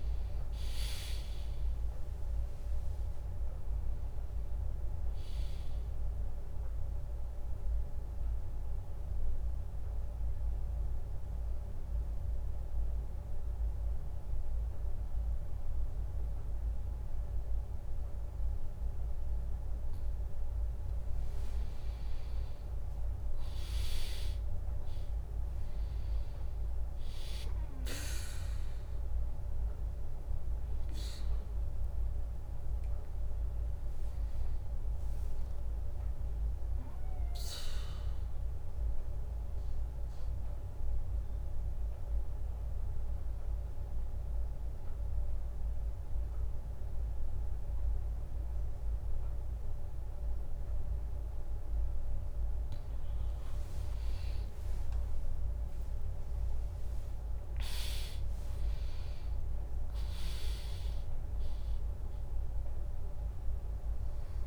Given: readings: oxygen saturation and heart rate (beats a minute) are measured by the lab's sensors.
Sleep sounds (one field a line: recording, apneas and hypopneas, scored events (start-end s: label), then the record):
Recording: breathing in sleep, hard to hear, by a room microphone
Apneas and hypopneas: 2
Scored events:
0.00-9.00 s: drop in pulse transit time (device-marked, heart rate 67 extreme)
7.50-20.50 s: mixed apnea (oxygen 99% before, 96% lowest, heart rate 70 before, 60 extreme)
22.00-25.50 s: arousal
35.50-51.50 s: mixed apnea (oxygen 100% before, 96% lowest, heart rate 68 before, 63 extreme, up 15 after)
54.00-58.50 s: arousal
55.00-64.47 s: drop in pulse transit time (device-marked, heart rate 67 before, 68 extreme)
59.00-64.47 s: oxygen desaturation (device-marked, oxygen 99% before, 96% lowest, heart rate 67 before, 59 extreme)
From the record:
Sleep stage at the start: N2 (light sleep)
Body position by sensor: on the back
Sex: female